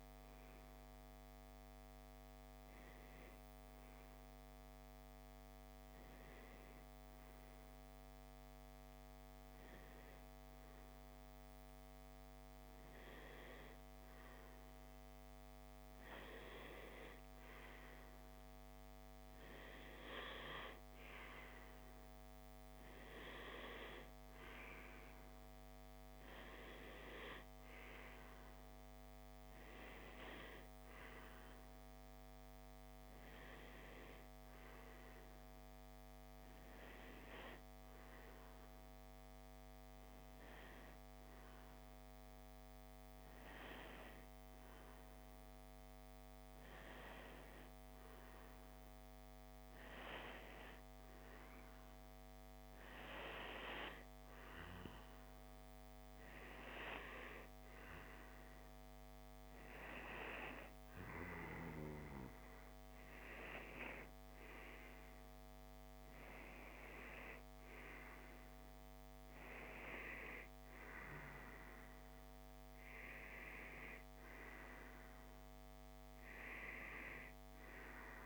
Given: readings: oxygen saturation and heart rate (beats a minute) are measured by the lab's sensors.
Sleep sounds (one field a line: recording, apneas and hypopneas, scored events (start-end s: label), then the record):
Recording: breathing in sleep by a microphone on the trachea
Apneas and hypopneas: none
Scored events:
none scored
From the record:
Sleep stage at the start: N2 (light sleep)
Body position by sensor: on the back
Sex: male